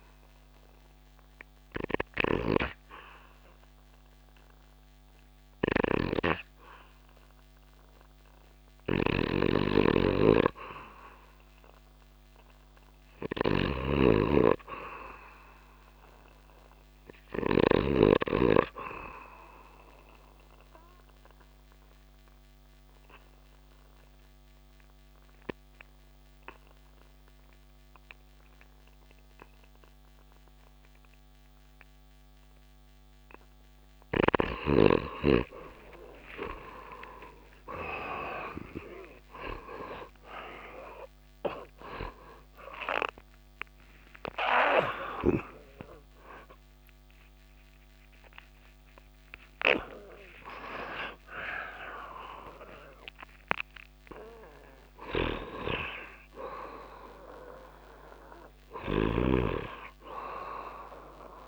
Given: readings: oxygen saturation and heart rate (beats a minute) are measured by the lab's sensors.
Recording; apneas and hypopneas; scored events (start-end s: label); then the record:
breathing in sleep by a microphone on the trachea; 1
0.00-43.00 s: oxygen desaturation (device-marked, oxygen 99% before, 86% lowest)
5.00-17.00 s: snoring (device-marked)
19.50-33.50 s: obstructive apnea (oxygen 99% before, 86% lowest)
34.00-61.48 s: new sleep stage, N2 (light sleep)
35.00-42.00 s: arousal
45.00-61.48 s: oxygen desaturation (device-marked, oxygen 95% before, 86% lowest)
54.00-61.48 s: snoring (device-marked)
From the record:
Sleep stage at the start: REM sleep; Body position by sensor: on the back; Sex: male